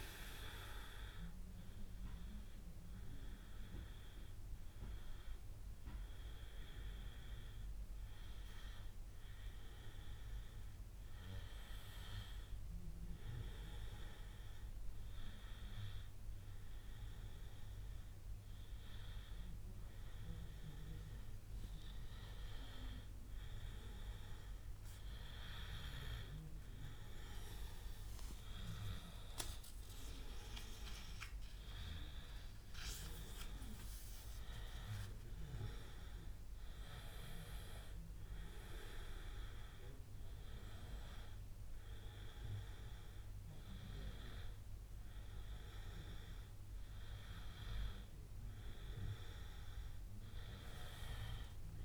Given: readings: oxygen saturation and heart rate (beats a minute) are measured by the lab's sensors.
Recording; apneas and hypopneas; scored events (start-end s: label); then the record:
breathing in sleep by a room microphone; none
none scored
From the record:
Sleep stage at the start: N1 (lightest sleep); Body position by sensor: on the back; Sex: male